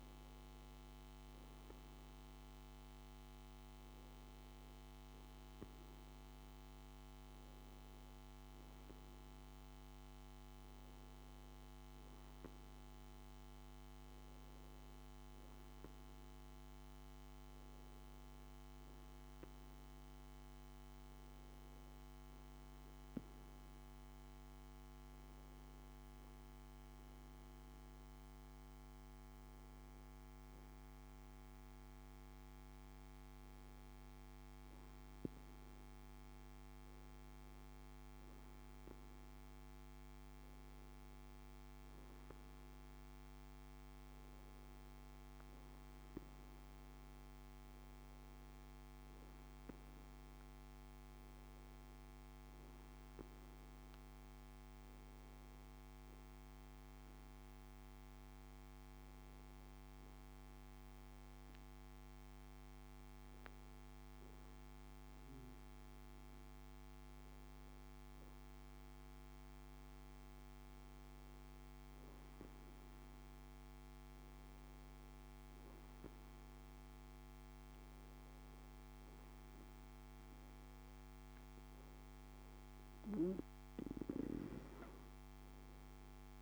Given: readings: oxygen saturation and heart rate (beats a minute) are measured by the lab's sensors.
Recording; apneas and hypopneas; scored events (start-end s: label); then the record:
breathing in sleep, hard to hear, by a microphone on the trachea; none
none scored
From the record:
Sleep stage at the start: N2 (light sleep); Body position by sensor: on the back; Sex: male